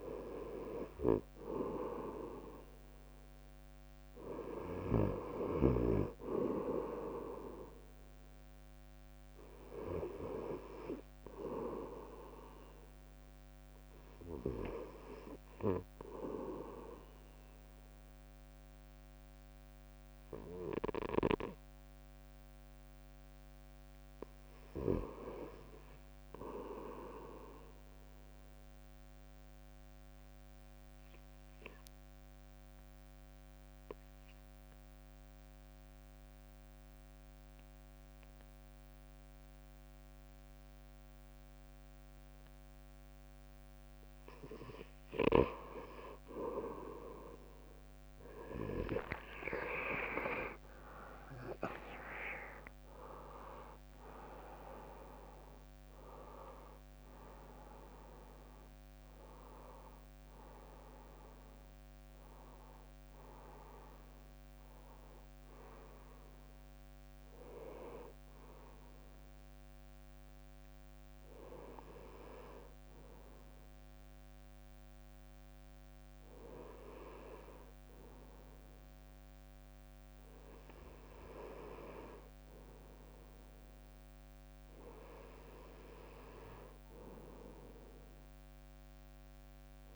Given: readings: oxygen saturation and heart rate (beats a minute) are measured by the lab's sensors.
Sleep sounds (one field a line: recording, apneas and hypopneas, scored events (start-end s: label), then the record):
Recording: breathing in sleep by a microphone on the trachea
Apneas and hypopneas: 1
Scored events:
18.50-23.00 s: arousal
28.00-44.50 s: obstructive apnea (oxygen 97% before, 90% lowest, heart rate 58 before, 54 extreme, up 9 after)
49.50-55.00 s: arousal
50.00-54.00 s: leg movement (device-marked)
52.00-75.00 s: oxygen desaturation (device-marked, oxygen 95% before, 90% lowest, heart rate 57 before, 56 extreme)
60.00-69.00 s: drop in pulse transit time (device-marked, heart rate 63 before, 65 extreme)
From the record:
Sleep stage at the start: N2 (light sleep)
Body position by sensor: on the right side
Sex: male